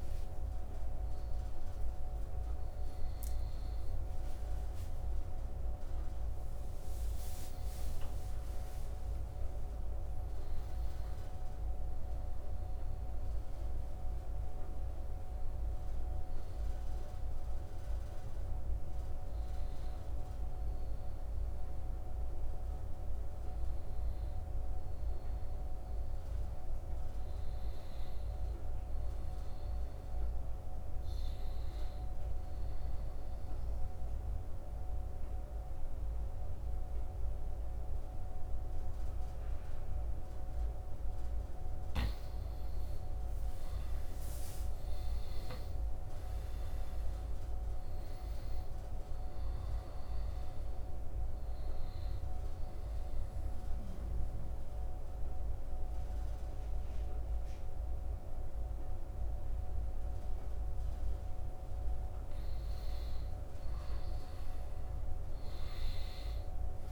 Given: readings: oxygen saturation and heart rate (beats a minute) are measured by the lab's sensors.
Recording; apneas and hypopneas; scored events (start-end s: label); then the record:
breathing in sleep, hard to hear, by a room microphone; 3
0.00-5.00 s: arousal
12.50-22.50 s: hypopnea (oxygen 94% before, 87% lowest, heart rate 83 before, 79 extreme, up 0 after)
24.50-27.50 s: arousal
31.50-41.50 s: obstructive apnea (oxygen 95% before, 87% lowest, heart rate 83 before, 78 extreme, up 5 after)
32.00-44.00 s: oxygen desaturation (device-marked, oxygen 95% before, 92% lowest, heart rate 83 before, 78 extreme)
44.00-48.00 s: arousal
49.00-65.00 s: oxygen desaturation (device-marked, oxygen 94% before, 87% lowest, heart rate 81 before, 75 extreme)
52.00-62.50 s: obstructive apnea (oxygen 95% before, 87% lowest, heart rate 82 before, 75 extreme, up 4 after)
64.50-66.92 s: arousal
From the record:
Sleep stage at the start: N2 (light sleep); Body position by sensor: on the right side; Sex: male